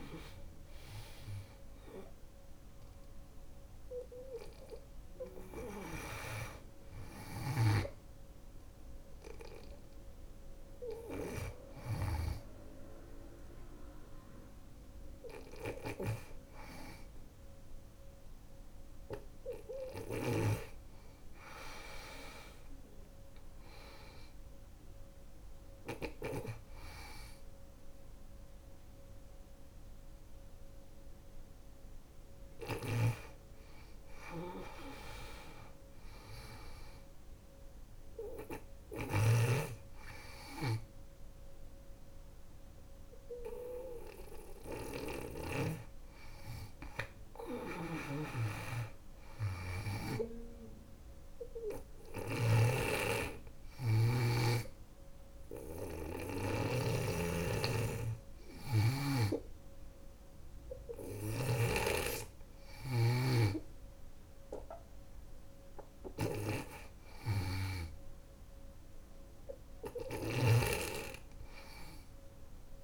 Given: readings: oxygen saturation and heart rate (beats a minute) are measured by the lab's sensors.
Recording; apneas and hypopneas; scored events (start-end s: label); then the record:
breathing in sleep by a room microphone; none
6.50-25.50 s: snoring (device-marked)
38.00-58.50 s: snoring (device-marked)
60.50-72.84 s: snoring (device-marked)
From the record:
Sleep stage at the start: N2 (light sleep); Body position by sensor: on the back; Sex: female